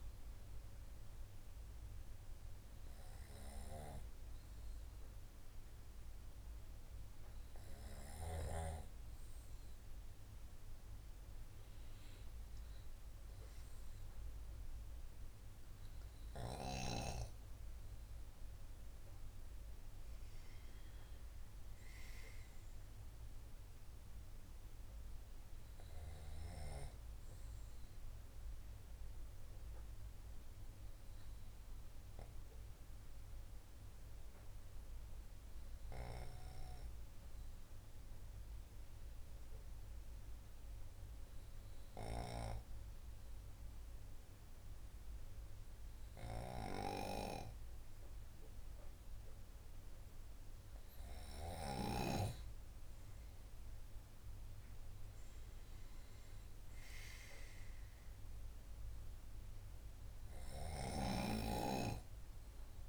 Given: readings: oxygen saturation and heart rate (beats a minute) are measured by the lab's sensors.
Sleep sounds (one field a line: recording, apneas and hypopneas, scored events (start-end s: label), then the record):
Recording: breathing in sleep by a room microphone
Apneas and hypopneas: none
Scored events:
none scored
From the record:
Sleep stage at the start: N2 (light sleep)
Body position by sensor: on the right side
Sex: male